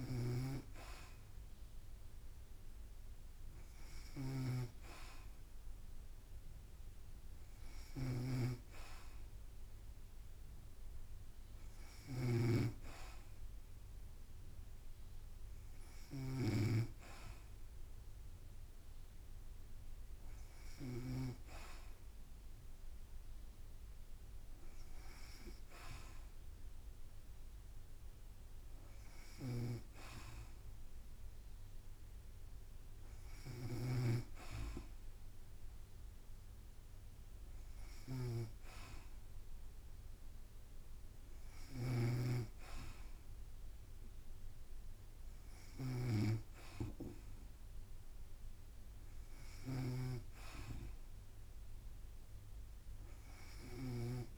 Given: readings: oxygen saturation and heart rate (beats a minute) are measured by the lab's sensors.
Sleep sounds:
breathing in sleep by a room microphone; none
0.00-16.50 s: snoring (device-marked)
33.50-54.00 s: snoring (device-marked)
From the record:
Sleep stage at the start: N2 (light sleep); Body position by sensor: on the back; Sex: female

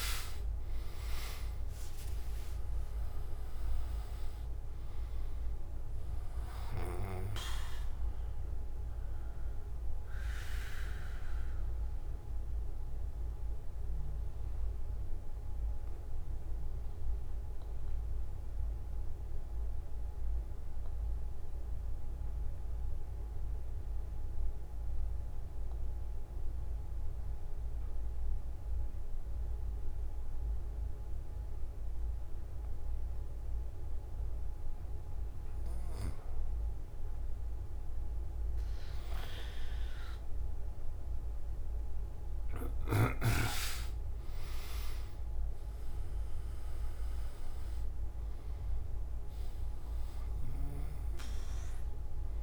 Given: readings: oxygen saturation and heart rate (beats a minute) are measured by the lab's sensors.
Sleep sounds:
breathing in sleep by a room microphone; 1
0.50-25.50 s: oxygen desaturation (device-marked, oxygen 99% before, 94% lowest)
11.00-36.50 s: mixed apnea (oxygen 99% before, 93% lowest)
40.50-52.43 s: oxygen desaturation (device-marked, oxygen 99% before, 93% lowest)
From the record:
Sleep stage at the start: N1 (lightest sleep); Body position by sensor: on the back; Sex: male

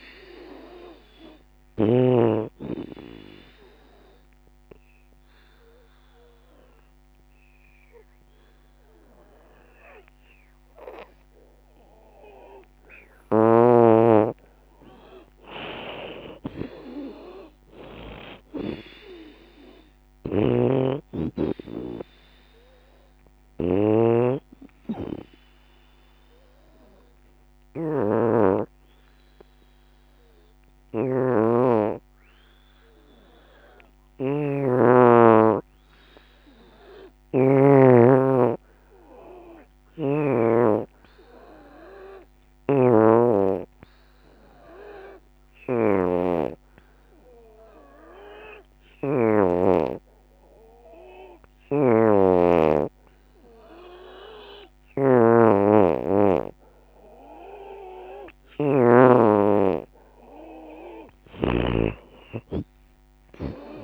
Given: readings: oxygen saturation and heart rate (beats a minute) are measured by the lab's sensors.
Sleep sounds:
breathing in sleep by a microphone on the trachea; 3
0.00-4.50 s: drop in pulse transit time (device-marked, heart rate 77 extreme)
0.00-14.50 s: oxygen desaturation (device-marked, oxygen 84% lowest, heart rate 64 extreme)
2.50-13.50 s: obstructive apnea (oxygen 93% before, 83% lowest, heart rate 79 before, 64 extreme, up 26 after)
15.50-18.50 s: arousal
15.50-24.50 s: drop in pulse transit time (device-marked, heart rate 79 before, 76 extreme)
19.50-33.50 s: oxygen desaturation (device-marked, oxygen 92% before, 83% lowest, heart rate 78 before, 64 extreme)
21.50-33.50 s: hypopnea (oxygen 92% before, 83% lowest, heart rate 78 before, 64 extreme, up 18 after)
35.50-39.00 s: arousal
37.50-46.50 s: drop in pulse transit time (device-marked, heart rate 75 before, 72 extreme)
39.50-54.50 s: oxygen desaturation (device-marked, oxygen 94% before, 86% lowest, heart rate 73 before, 66 extreme)
42.50-58.50 s: hypopnea (oxygen 94% before, 82% lowest, heart rate 72 before, 66 extreme, up 24 after)
54.50-56.50 s: long interval between heartbeats (device-marked, heart rate 74 before, 72 extreme)
57.50-63.83 s: drop in pulse transit time (device-marked, heart rate 75 before, 78 extreme)
59.50-63.83 s: oxygen desaturation (device-marked, oxygen 89% before, 85% lowest, heart rate 76 before, 68 extreme)
60.00-63.83 s: arousal
From the record:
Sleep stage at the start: N2 (light sleep); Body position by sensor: on the back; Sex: female

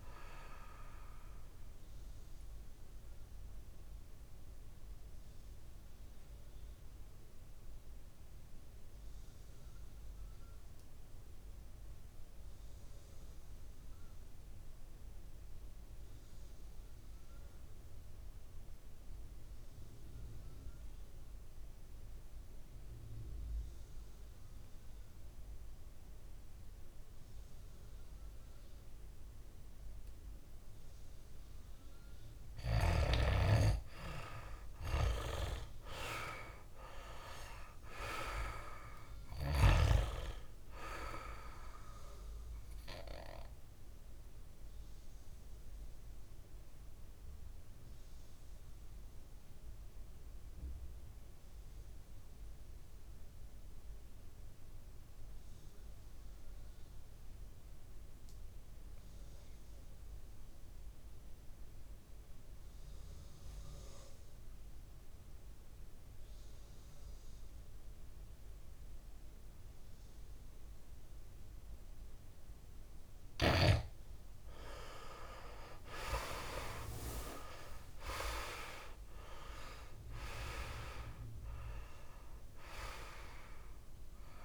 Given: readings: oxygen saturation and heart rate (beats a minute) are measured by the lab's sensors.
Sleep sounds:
breathing in sleep by a room microphone; 2
0.00-17.50 s: oxygen desaturation (device-marked, oxygen 88% lowest, heart rate 56 extreme)
2.00-30.00 s: obstructive apnea (oxygen 99% before, 88% lowest, heart rate 63 before, 53 extreme, up 2 after)
30.50-59.50 s: oxygen desaturation (device-marked, oxygen 99% before, 89% lowest, heart rate 61 before, 53 extreme)
35.50-39.50 s: arousal
43.00-71.50 s: obstructive apnea (oxygen 100% before, 88% lowest, heart rate 64 before, 52 extreme, up 7 after)
72.50-84.45 s: oxygen desaturation (device-marked, oxygen 99% before, 88% lowest, heart rate 57 before, 52 extreme)
74.50-78.00 s: arousal
From the record:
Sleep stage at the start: N2 (light sleep); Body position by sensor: on the back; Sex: male

